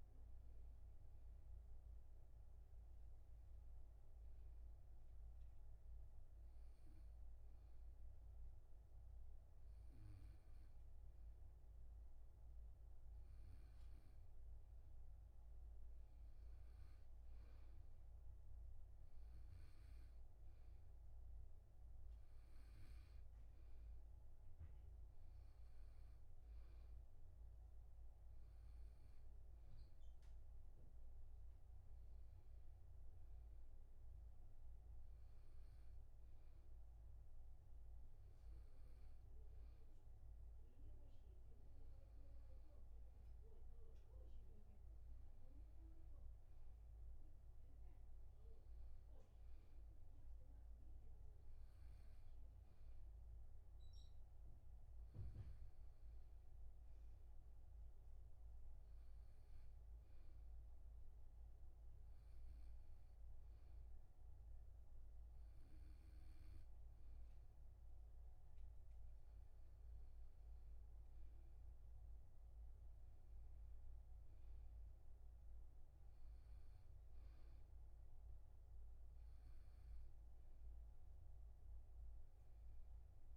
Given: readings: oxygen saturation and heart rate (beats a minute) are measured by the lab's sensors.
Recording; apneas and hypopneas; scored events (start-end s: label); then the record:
breathing in sleep, hard to hear, by a room microphone; 1
4.50-15.00 s: obstructive apnea (oxygen 97% before, 92% lowest, heart rate 60 before, 48 extreme)
17.00-20.50 s: arousal
19.00-41.00 s: oxygen desaturation (device-marked, oxygen 96% before, 92% lowest, heart rate 123 before, 45 extreme)
From the record:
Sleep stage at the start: N2 (light sleep); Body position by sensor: on the back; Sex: male